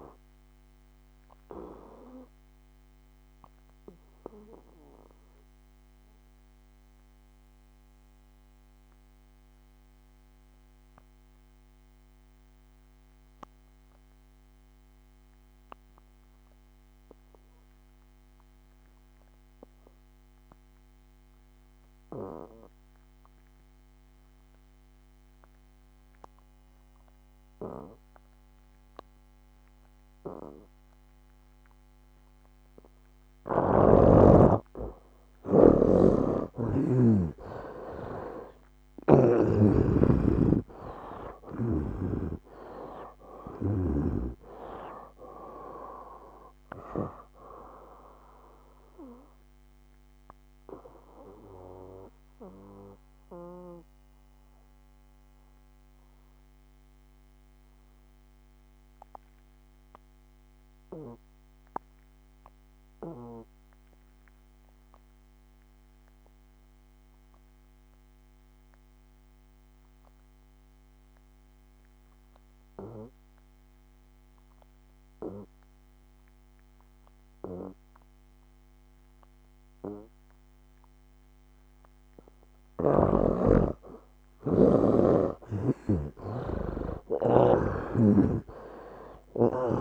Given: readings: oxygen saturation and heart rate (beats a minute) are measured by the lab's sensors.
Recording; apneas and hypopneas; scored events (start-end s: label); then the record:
breathing in sleep by a microphone on the trachea; 2
0.00-18.50 s: oxygen desaturation (device-marked, oxygen 73% lowest, heart rate 65 extreme)
1.50-34.00 s: mixed apnea (oxygen 99% before, 72% lowest, heart rate 73 before, 65 extreme, up 14 after)
24.50-70.50 s: oxygen desaturation (device-marked, oxygen 97% before, 72% lowest, heart rate 69 before, 65 extreme)
36.00-39.50 s: snoring (device-marked)
38.50-43.50 s: arousal
49.50-82.50 s: mixed apnea (oxygen 97% before, 70% lowest, heart rate 77 before, 65 extreme, up 12 after)
77.50-89.81 s: oxygen desaturation (device-marked, oxygen 98% before, 70% lowest, heart rate 69 before, 63 extreme)
86.50-89.81 s: arousal
87.50-89.81 s: snoring (device-marked)
From the record:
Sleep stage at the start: N2 (light sleep); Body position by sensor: on the back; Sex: male